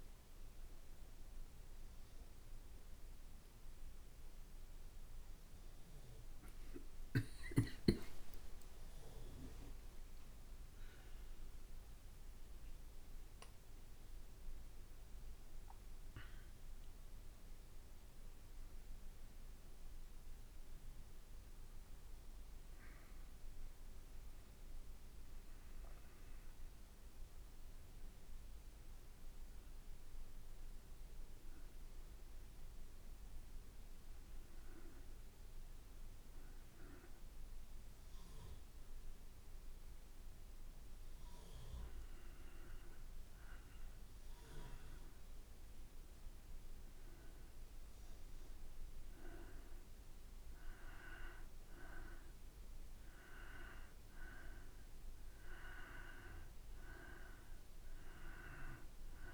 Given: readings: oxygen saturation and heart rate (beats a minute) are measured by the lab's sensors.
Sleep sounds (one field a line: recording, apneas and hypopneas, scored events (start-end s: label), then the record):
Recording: breathing in sleep by a room microphone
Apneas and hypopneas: 2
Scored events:
7.00-11.00 s: arousal
8.00-10.00 s: long interval between heartbeats (device-marked, heart rate 63 before, 88 extreme)
13.00-24.00 s: hypopnea (oxygen 96% before, 93% lowest, heart rate 68 before, 55 extreme, up 0 after)
27.50-32.50 s: arousal
37.50-47.50 s: hypopnea (oxygen 96% before, 91% lowest, heart rate 57 before, 55 extreme, up 1 after)
44.50-59.34 s: new sleep stage, N2 (light sleep)
50.50-55.50 s: arousal
From the record:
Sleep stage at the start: N1 (lightest sleep)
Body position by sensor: on the back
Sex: male